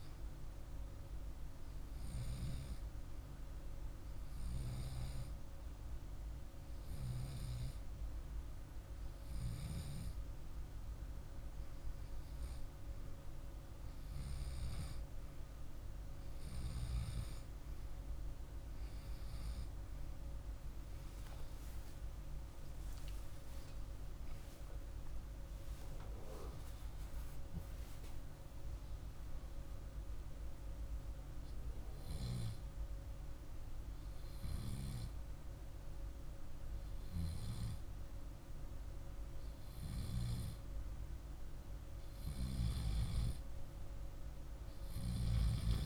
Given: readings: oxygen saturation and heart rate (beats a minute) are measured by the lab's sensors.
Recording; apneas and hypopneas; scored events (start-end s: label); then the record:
a person partly awake in a sleep study, hard to hear, by a room microphone; none
25.00-45.86 s: new sleep stage, awake
From the record:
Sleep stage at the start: N2 (light sleep); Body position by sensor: on the left side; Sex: male